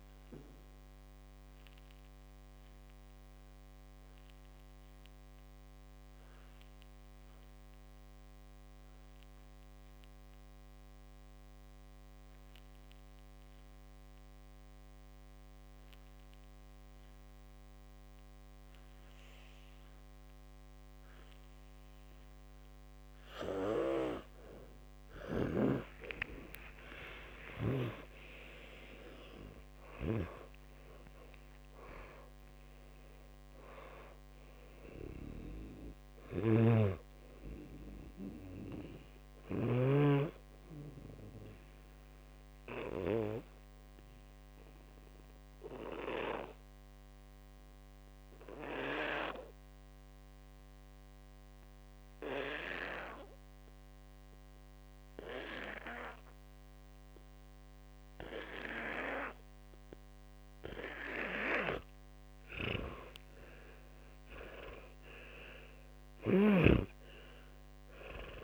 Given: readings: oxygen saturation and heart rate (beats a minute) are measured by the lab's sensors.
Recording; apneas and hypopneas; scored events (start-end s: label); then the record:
breathing in sleep by a microphone on the trachea; 2
0.00-11.00 s: oxygen desaturation (device-marked, oxygen 92% lowest, heart rate 58 extreme)
2.00-23.00 s: obstructive apnea (oxygen 97% before, 89% lowest, heart rate 63 before, 58 extreme)
17.00-24.00 s: oxygen desaturation (device-marked, oxygen 94% before, 89% lowest, heart rate 60 before, 58 extreme)
26.00-30.50 s: arousal
36.00-39.50 s: snoring (device-marked)
48.50-61.00 s: obstructive apnea (oxygen 98% before, 91% lowest, heart rate 100 before, 56 extreme, up 27 after)
63.00-67.00 s: arousal
66.00-68.44 s: snoring (device-marked)
67.00-68.44 s: oxygen desaturation (device-marked, oxygen 100% before, 91% lowest, heart rate 65 before, 56 extreme)
From the record:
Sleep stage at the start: N2 (light sleep); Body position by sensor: on the back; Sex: male